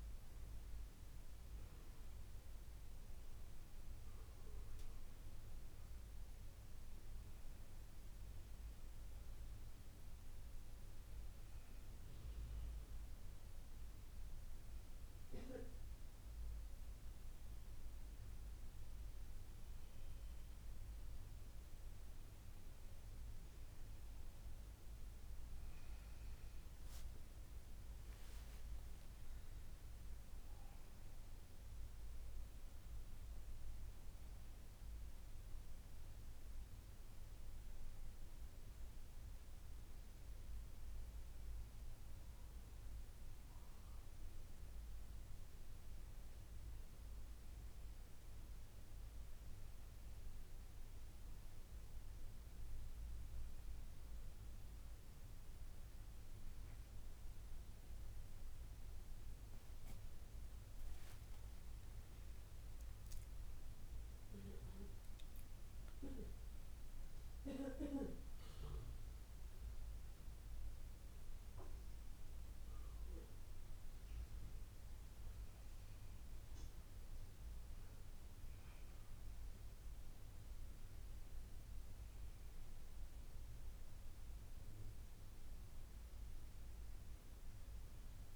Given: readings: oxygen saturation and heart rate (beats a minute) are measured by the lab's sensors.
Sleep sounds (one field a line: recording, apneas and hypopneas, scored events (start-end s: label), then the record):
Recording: breathing in sleep, hard to hear, by a room microphone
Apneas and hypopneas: none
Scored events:
28.50-32.50 s: arousal
From the record:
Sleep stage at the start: N2 (light sleep)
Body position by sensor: on the left side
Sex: female